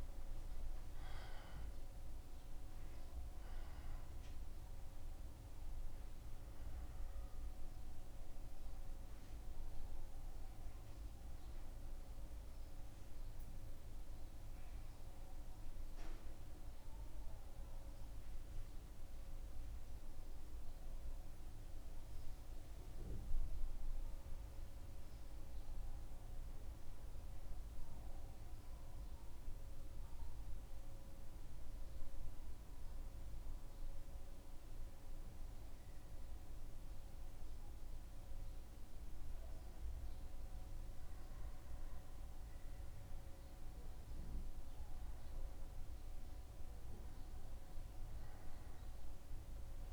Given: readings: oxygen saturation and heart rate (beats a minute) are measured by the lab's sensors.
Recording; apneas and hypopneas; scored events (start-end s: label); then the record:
breathing in sleep, hard to hear, by a room microphone; 1
0.00-2.00 s: arousal
0.00-3.00 s: oxygen desaturation (device-marked, oxygen 90% lowest, heart rate 75 extreme)
11.00-37.00 s: hypopnea (oxygen 94% before, 92% lowest, heart rate 78 before, 75 extreme, up 2 after)
40.00-44.00 s: arousal
46.00-49.93 s: new sleep stage, N2 (light sleep)
From the record:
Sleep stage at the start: N1 (lightest sleep); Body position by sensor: on the back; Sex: male